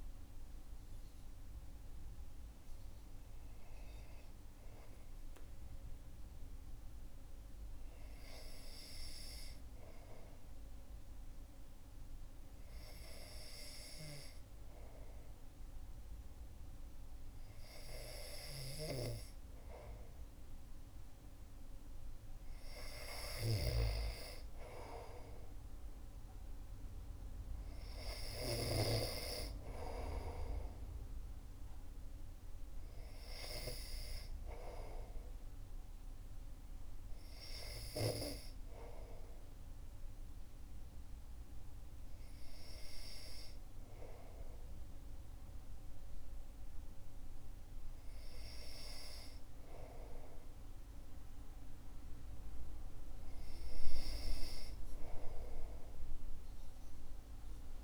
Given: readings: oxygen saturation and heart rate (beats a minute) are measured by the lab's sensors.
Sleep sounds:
breathing in sleep by a room microphone; 1
4.50-21.00 s: hypopnea (oxygen 99% before, 96% lowest, heart rate 57 before, 54 extreme, up 5 after)
22.50-28.00 s: snoring (device-marked)
23.00-28.00 s: arousal
From the record:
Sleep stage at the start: N2 (light sleep); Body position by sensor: on the back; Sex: male

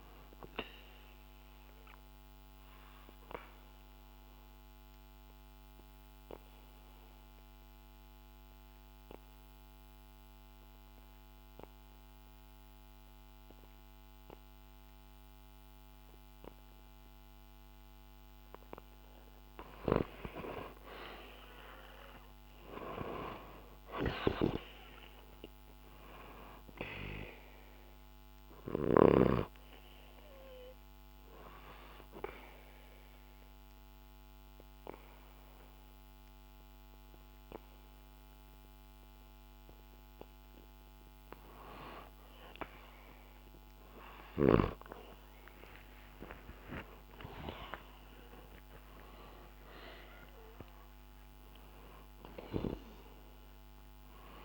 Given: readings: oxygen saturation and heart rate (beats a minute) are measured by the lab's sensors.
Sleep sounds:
breathing in sleep by a microphone on the trachea; 2
0.00-11.50 s: oxygen desaturation (device-marked, oxygen 91% lowest, heart rate 63 extreme)
0.50-18.00 s: obstructive apnea (oxygen 97% before, 91% lowest, heart rate 65 before, 63 extreme, up 0 after)
19.50-23.50 s: arousal
27.50-41.00 s: obstructive apnea (oxygen 98% before, 91% lowest, heart rate 65 before, 65 extreme, up 3 after)
27.50-45.50 s: oxygen desaturation (device-marked, oxygen 98% before, 91% lowest, heart rate 65 before, 65 extreme)
45.50-50.50 s: arousal
From the record:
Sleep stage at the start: N2 (light sleep); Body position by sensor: on the back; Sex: male

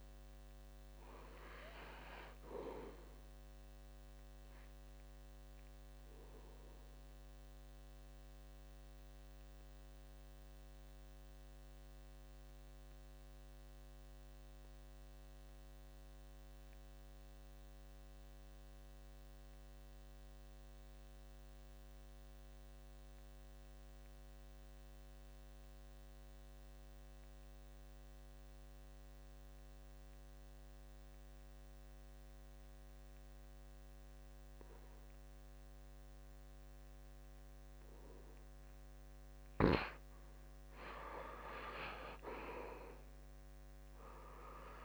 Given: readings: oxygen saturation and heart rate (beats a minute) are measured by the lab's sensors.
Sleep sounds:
breathing in sleep by a microphone on the trachea; 1
0.00-15.50 s: oxygen desaturation (device-marked, oxygen 80% lowest, heart rate 64 extreme)
5.50-39.00 s: obstructive apnea (oxygen 97% before, 78% lowest, heart rate 74 before, 64 extreme, up 9 after)
27.50-44.85 s: oxygen desaturation (device-marked, oxygen 97% before, 78% lowest, heart rate 68 before, 65 extreme)
37.00-39.00 s: long interval between heartbeats (device-marked, heart rate 70 before, 69 extreme)
41.50-44.85 s: arousal
From the record:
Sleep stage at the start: N2 (light sleep); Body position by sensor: on the back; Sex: male

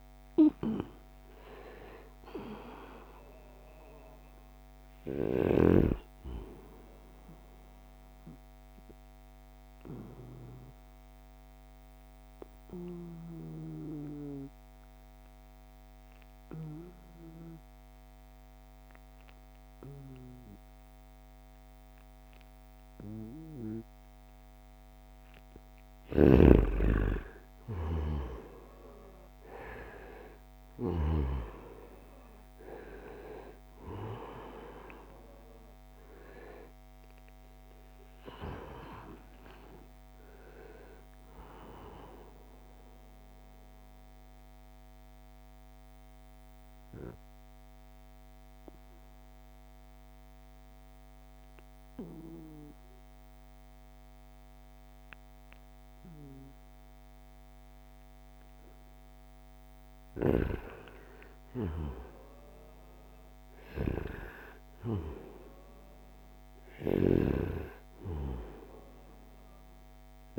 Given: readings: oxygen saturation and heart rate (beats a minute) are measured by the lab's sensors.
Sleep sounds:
breathing in sleep by a microphone on the trachea; 2
1.00-5.50 s: arousal
8.50-24.50 s: obstructive apnea (oxygen 96% before, 89% lowest, heart rate 76 before, 69 extreme, up 4 after)
20.00-50.00 s: oxygen desaturation (device-marked, oxygen 96% before, 89% lowest, heart rate 77 before, 69 extreme)
25.50-30.50 s: snoring (device-marked)
26.00-31.00 s: arousal
42.50-59.00 s: obstructive apnea (oxygen 96% before, 90% lowest, heart rate 75 before, 72 extreme, up 2 after)
59.50-70.39 s: snoring (device-marked)
61.00-66.00 s: arousal
From the record:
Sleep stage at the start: N2 (light sleep); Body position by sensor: on the right side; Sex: male

